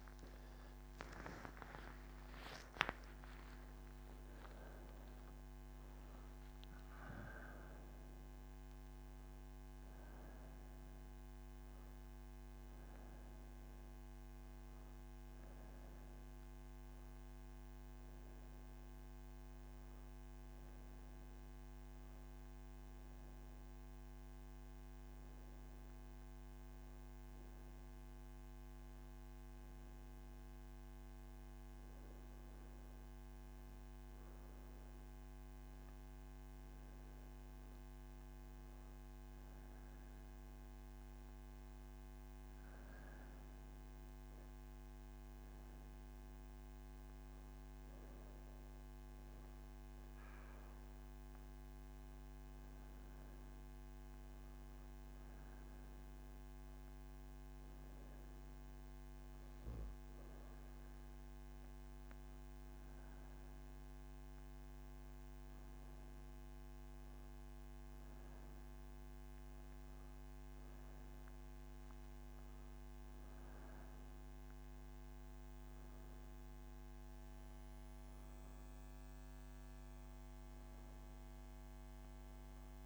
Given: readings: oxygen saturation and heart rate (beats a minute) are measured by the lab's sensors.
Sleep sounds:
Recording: breathing in sleep, hard to hear, by a microphone on the trachea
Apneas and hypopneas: none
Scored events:
62.50-77.50 s: oxygen desaturation (device-marked, oxygen 97% before, 94% lowest, heart rate 178 before, 150 extreme)
From the record:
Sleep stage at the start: N3 (deep sleep)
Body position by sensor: on the right side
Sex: female

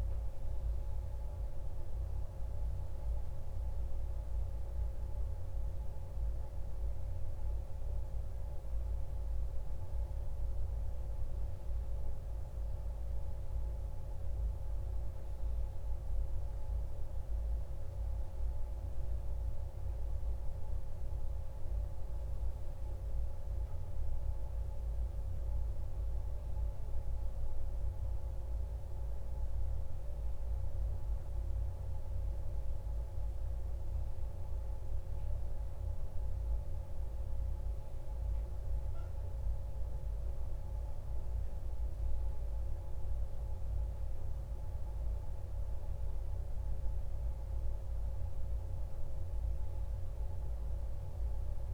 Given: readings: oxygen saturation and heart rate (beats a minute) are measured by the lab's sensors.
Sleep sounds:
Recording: breathing in sleep, hard to hear, by a room microphone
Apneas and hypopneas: none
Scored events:
none scored
From the record:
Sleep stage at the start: N1 (lightest sleep)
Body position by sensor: on the back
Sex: male

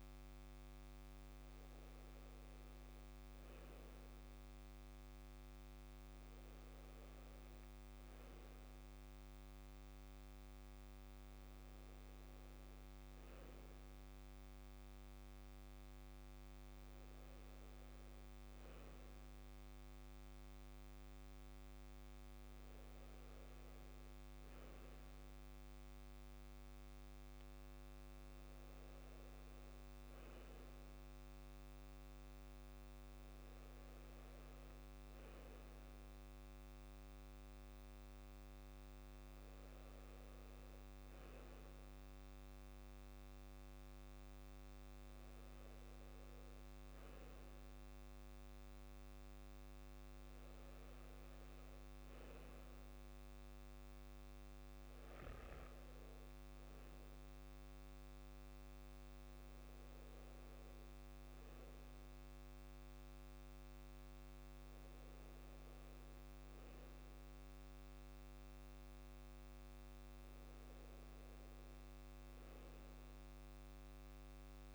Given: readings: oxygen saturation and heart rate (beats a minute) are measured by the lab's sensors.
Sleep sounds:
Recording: breathing in sleep, hard to hear, by a microphone on the trachea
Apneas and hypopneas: none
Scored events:
none scored
From the record:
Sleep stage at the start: N2 (light sleep)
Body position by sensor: on the back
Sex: male

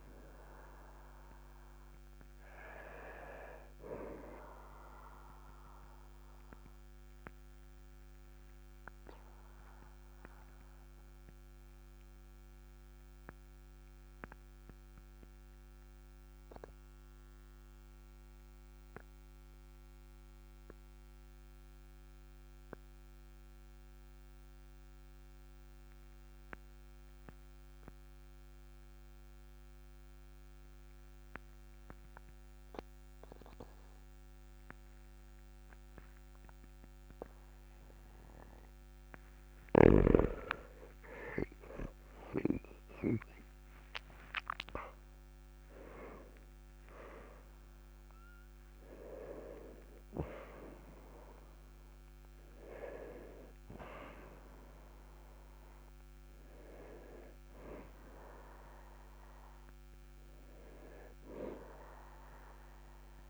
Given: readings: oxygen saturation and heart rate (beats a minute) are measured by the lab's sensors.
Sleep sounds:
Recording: breathing in sleep by a microphone on the trachea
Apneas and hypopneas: 1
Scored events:
7.00-39.50 s: obstructive apnea (oxygen 99% before, 96% lowest, heart rate 50 before, 41 extreme, up 5 after)
44.00-48.50 s: arousal
From the record:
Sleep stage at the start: N2 (light sleep)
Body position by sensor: on the back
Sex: male

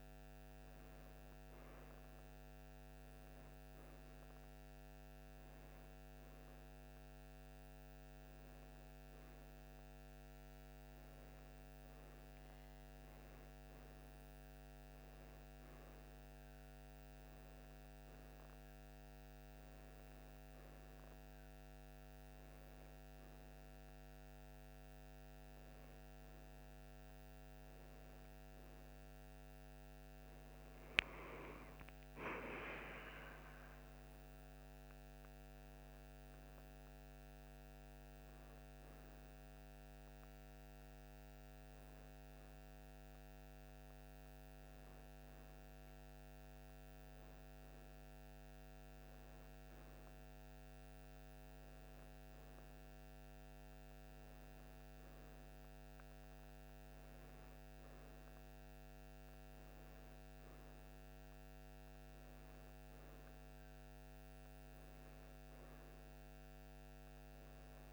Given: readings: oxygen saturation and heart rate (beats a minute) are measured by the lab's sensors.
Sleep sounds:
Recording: a person awake in a sleep study, hard to hear, by a microphone on the trachea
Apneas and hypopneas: none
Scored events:
none scored
From the record:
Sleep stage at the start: awake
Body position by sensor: on the right side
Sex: female

